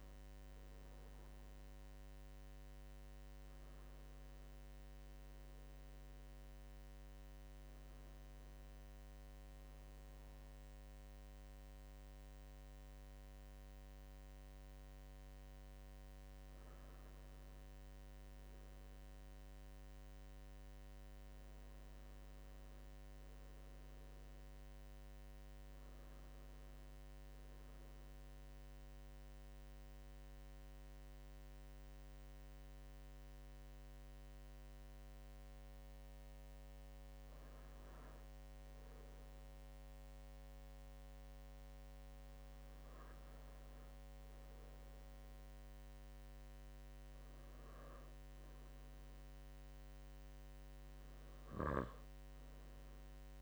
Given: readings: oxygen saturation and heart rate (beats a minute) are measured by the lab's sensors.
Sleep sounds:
breathing in sleep, hard to hear, by a microphone on the trachea; 1
17.50-21.50 s: arousal
28.00-38.50 s: central apnea (oxygen 96% before, 91% lowest, heart rate 83 before, 79 extreme, up 2 after)
50.00-53.42 s: oxygen desaturation (device-marked, oxygen 95% before, 92% lowest, heart rate 82 before, 76 extreme)
From the record:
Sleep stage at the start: N2 (light sleep); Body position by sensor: on the right side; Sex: male

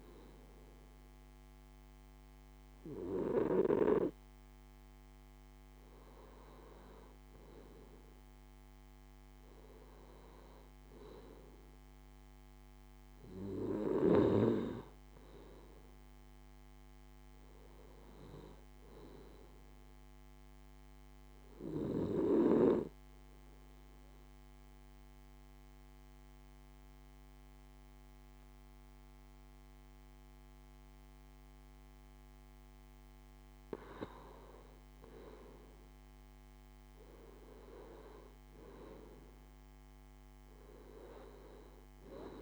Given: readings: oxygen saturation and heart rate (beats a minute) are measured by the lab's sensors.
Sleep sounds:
breathing in sleep by a microphone on the trachea; 1
21.00-33.50 s: obstructive apnea (oxygen 95% before, 93% lowest)
35.50-39.00 s: arousal
From the record:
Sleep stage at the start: N2 (light sleep); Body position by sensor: on the left side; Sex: male

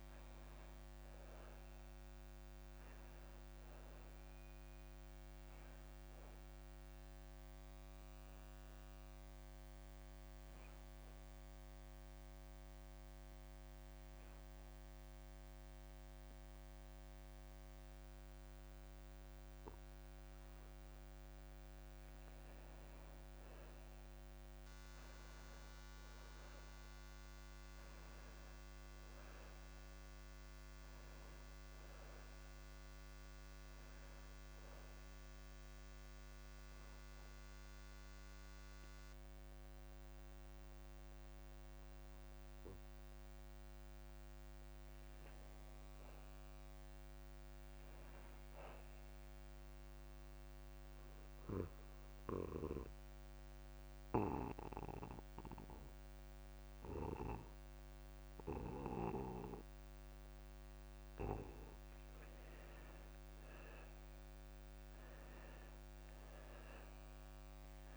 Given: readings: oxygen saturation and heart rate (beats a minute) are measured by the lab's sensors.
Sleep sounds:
breathing in sleep by a microphone on the trachea; 3
0.00-2.00 s: arousal
10.00-23.00 s: hypopnea (oxygen 97% before, 91% lowest)
26.00-29.50 s: arousal
29.00-47.00 s: oxygen desaturation (device-marked, oxygen 96% before, 93% lowest)
36.50-47.00 s: mixed apnea (oxygen 96% before, 90% lowest)
48.50-51.00 s: arousal
52.50-63.00 s: obstructive apnea (oxygen 96% before, 90% lowest)
62.00-67.96 s: oxygen desaturation (device-marked, oxygen 96% before, 90% lowest)
From the record:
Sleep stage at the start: N2 (light sleep); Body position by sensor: on the back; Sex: male

